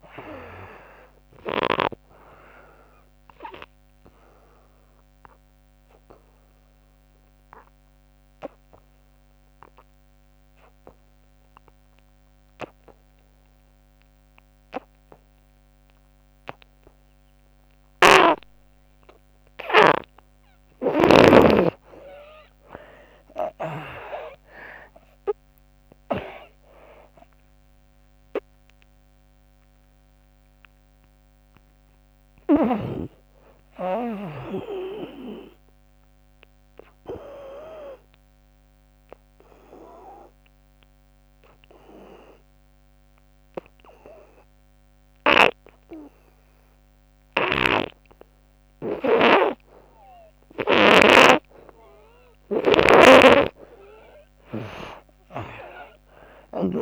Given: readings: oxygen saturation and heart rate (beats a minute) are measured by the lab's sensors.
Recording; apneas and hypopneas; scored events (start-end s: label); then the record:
breathing in sleep by a microphone on the trachea; 2
0.00-12.50 s: oxygen desaturation (device-marked, oxygen 78% lowest, heart rate 64 extreme)
2.50-19.00 s: obstructive apnea (oxygen 95% before, 75% lowest, heart rate 78 before, 64 extreme, up 24 after)
17.50-21.00 s: snoring (device-marked)
23.00-27.50 s: arousal
28.50-42.50 s: oxygen desaturation (device-marked, oxygen 97% before, 75% lowest, heart rate 72 before, 63 extreme)
38.50-51.50 s: obstructive apnea (oxygen 97% before, 76% lowest, heart rate 88 before, 63 extreme, up 23 after)
50.50-56.82 s: snoring (device-marked)
54.00-56.82 s: arousal
From the record:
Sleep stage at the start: N2 (light sleep); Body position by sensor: on the back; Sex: female